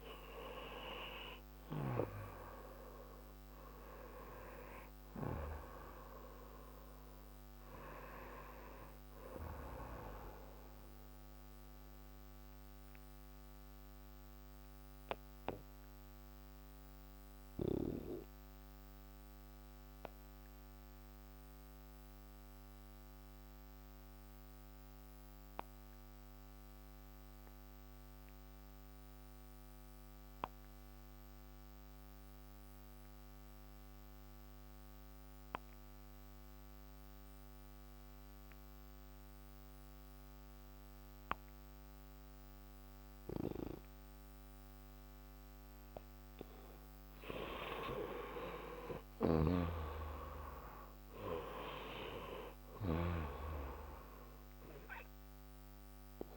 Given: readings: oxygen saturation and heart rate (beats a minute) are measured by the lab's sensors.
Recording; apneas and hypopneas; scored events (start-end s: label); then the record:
breathing in sleep by a microphone on the trachea; 1
0.00-2.50 s: arousal
0.00-29.50 s: oxygen desaturation (device-marked, oxygen 84% lowest)
12.00-47.00 s: obstructive apnea (oxygen 97% before, 84% lowest)
41.50-56.37 s: oxygen desaturation (device-marked, oxygen 98% before, 87% lowest)
48.50-52.50 s: arousal
From the record:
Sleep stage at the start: N2 (light sleep); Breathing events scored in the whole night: 415 in 6.0 hours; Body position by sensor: on the back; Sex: male